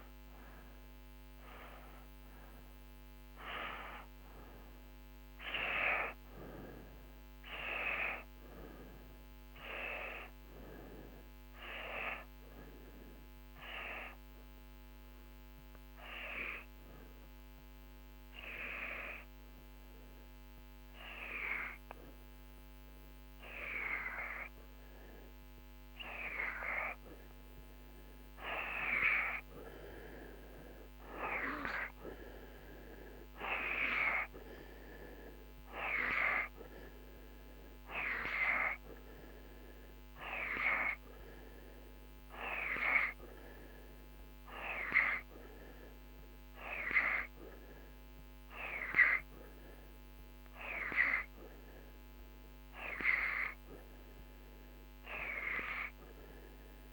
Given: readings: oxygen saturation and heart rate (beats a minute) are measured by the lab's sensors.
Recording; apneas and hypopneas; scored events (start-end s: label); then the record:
breathing in sleep by a microphone on the trachea; 1
12.50-26.50 s: hypopnea (oxygen 91% before, 87% lowest)
27.00-32.00 s: arousal
34.50-56.93 s: oxygen desaturation (device-marked, oxygen 95% before, 87% lowest)
From the record:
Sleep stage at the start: N2 (light sleep); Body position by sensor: on the right side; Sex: male